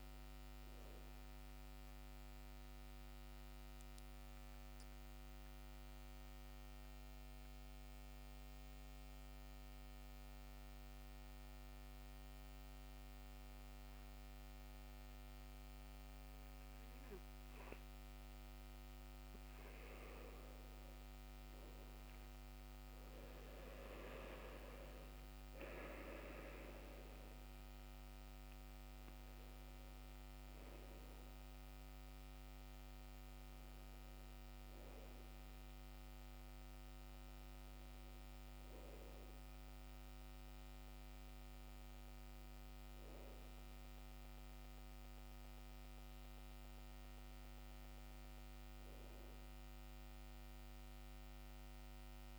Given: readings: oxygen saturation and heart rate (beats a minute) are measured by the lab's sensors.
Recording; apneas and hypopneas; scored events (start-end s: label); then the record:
breathing in sleep, hard to hear, by a microphone on the trachea; 1
0.00-8.00 s: oxygen desaturation (device-marked, oxygen 91% lowest, heart rate 63 extreme)
2.50-19.50 s: mixed apnea (oxygen 95% before, 90% lowest, heart rate 70 before, 63 extreme, up 10 after)
23.00-26.50 s: arousal
24.00-42.00 s: oxygen desaturation (device-marked, oxygen 97% before, 92% lowest, heart rate 65 before, 65 extreme)
48.00-52.39 s: oxygen desaturation (device-marked, oxygen 94% before, 90% lowest, heart rate 68 before, 66 extreme)
From the record:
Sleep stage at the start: N2 (light sleep); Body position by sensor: on the back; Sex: male